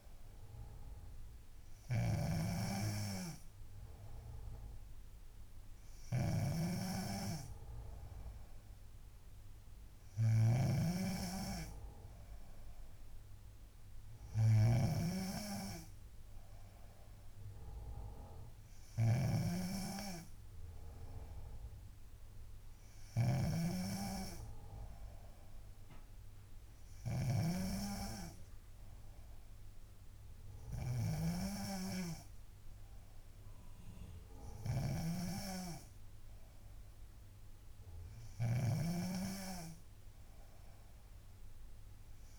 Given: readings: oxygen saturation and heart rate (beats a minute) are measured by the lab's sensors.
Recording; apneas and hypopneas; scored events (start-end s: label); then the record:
breathing in sleep by a room microphone; none
0.00-42.39 s: snoring (device-marked)
From the record:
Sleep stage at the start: N3 (deep sleep); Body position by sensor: on the back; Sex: female